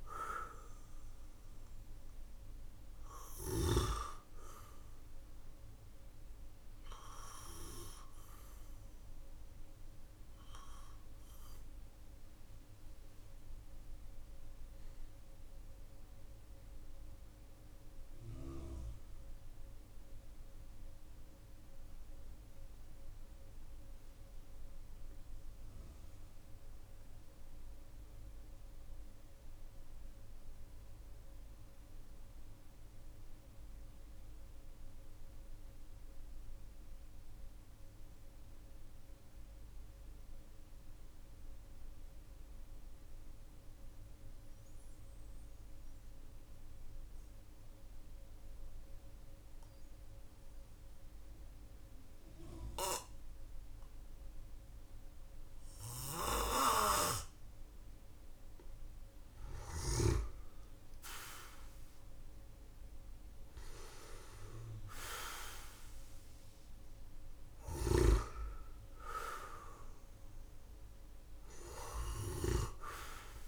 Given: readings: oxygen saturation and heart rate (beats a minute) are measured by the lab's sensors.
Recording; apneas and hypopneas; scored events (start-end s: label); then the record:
breathing in sleep by a room microphone; 1
0.00-32.50 s: oxygen desaturation (device-marked, oxygen 91% lowest, heart rate 42 extreme)
11.50-58.00 s: mixed apnea (oxygen 96% before, 90% lowest, heart rate 46 before, 43 extreme, up 9 after)
51.50-70.50 s: oxygen desaturation (device-marked, oxygen 99% before, 94% lowest, heart rate 51 before, 47 extreme)
61.00-66.00 s: arousal
From the record:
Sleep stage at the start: N2 (light sleep); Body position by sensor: on the back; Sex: male